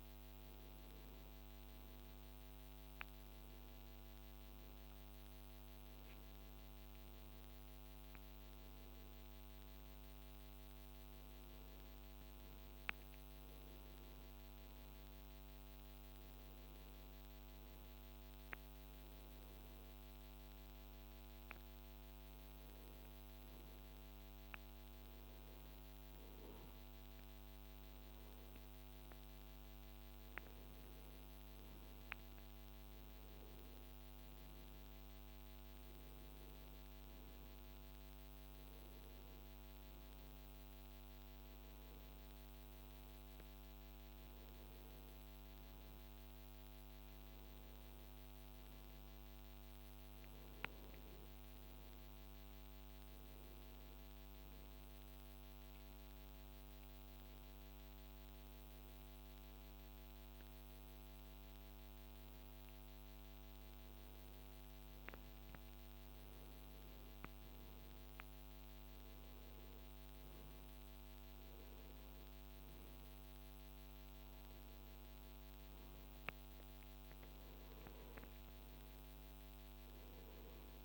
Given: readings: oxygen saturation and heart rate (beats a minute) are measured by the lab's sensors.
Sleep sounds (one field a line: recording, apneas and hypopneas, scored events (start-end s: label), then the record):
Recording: breathing in sleep, hard to hear, by a microphone on the trachea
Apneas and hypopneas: none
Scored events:
20.50-80.85 s: new sleep stage, N2 (light sleep)
From the record:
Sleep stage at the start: N1 (lightest sleep)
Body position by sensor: on the right side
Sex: male